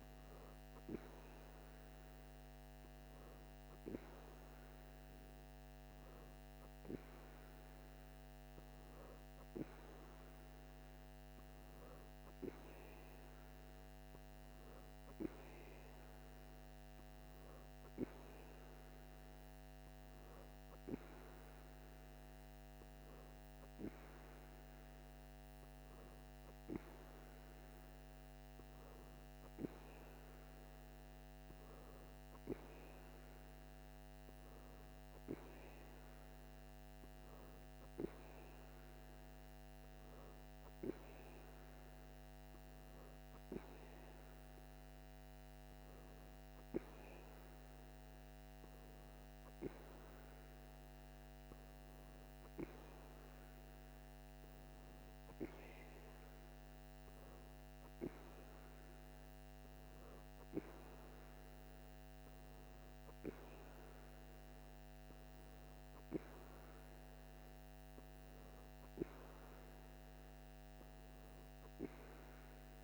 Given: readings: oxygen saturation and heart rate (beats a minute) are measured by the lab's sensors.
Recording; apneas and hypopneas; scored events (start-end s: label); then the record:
breathing in sleep by a microphone on the trachea; none
none scored
From the record:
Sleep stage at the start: N2 (light sleep); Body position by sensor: on the right side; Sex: female